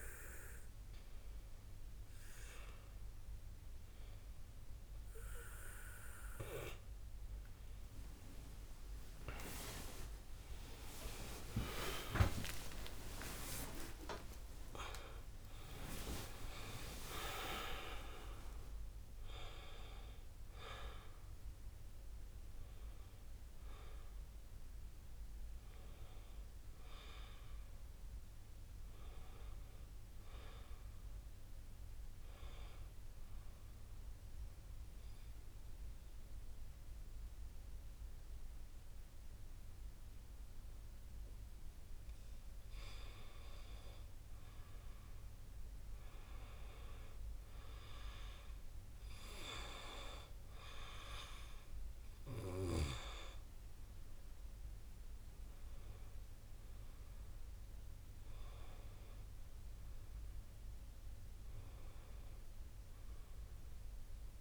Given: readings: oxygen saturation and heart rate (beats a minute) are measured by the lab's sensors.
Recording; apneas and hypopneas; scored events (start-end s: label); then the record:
breathing in sleep by a room microphone; 1
8.00-12.50 s: arousal
8.00-64.41 s: new sleep stage, N1 (lightest sleep)
9.00-17.00 s: tachycardia (device-marked, heart rate 58 before, 159 extreme)
11.00-13.00 s: long interval between heartbeats (device-marked, heart rate 65 before, 91 extreme)
14.50-16.50 s: long interval between heartbeats (device-marked, heart rate 73 before, 151 extreme)
33.50-43.50 s: central apnea (oxygen 96% before, 92% lowest, heart rate 101 before, 45 extreme, up 9 after)
46.00-50.00 s: arousal
53.00-64.41 s: oxygen desaturation (device-marked, oxygen 99% before, 93% lowest, heart rate 50 before, 47 extreme)
From the record:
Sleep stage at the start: N2 (light sleep); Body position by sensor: on the back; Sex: male